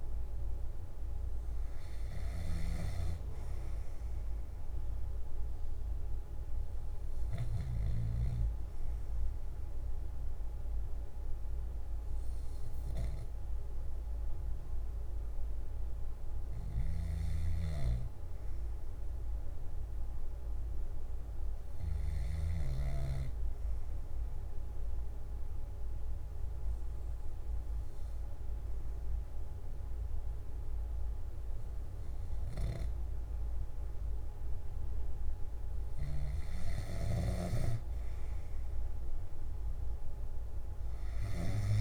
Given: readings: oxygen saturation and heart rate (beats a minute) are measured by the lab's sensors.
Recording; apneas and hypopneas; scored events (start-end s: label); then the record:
breathing in sleep by a room microphone; 1
9.00-33.50 s: hypopnea (oxygen 98% before, 95% lowest, heart rate 61 before, 59 extreme, up 2 after)
17.00-22.50 s: snoring (device-marked)
From the record:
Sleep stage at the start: N2 (light sleep); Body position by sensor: on the left side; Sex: male